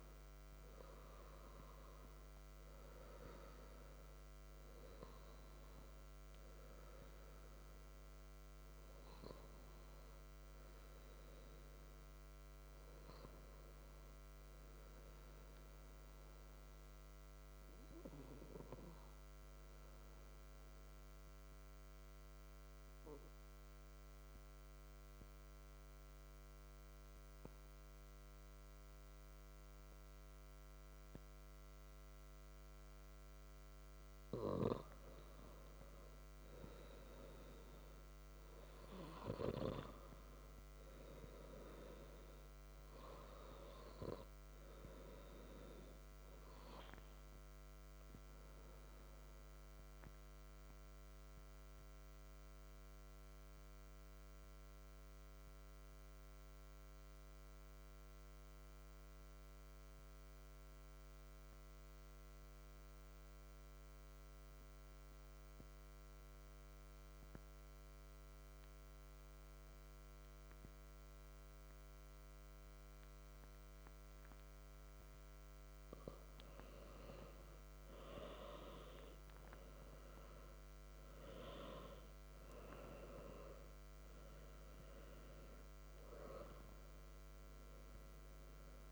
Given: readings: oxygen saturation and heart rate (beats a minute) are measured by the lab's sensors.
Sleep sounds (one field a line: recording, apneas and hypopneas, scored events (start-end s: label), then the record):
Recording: breathing in sleep by a microphone on the trachea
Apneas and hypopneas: 2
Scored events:
0.00-1.00 s: arousal
0.00-18.00 s: oxygen desaturation (device-marked, oxygen 97% before, 94% lowest, heart rate 62 before, 61 extreme)
19.00-33.00 s: central apnea (oxygen 97% before, 90% lowest, heart rate 64 before, 61 extreme, up 3 after)
35.50-40.50 s: arousal
38.00-58.00 s: oxygen desaturation (device-marked, oxygen 96% before, 93% lowest, heart rate 62 before, 61 extreme)
49.00-75.00 s: obstructive apnea (oxygen 96% before, 90% lowest, heart rate 63 before, 61 extreme, up 3 after)
74.00-88.92 s: oxygen desaturation (device-marked, oxygen 95% before, 90% lowest, heart rate 62 before, 61 extreme)
77.00-80.50 s: arousal
From the record:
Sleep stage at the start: N2 (light sleep)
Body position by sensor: on the back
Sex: male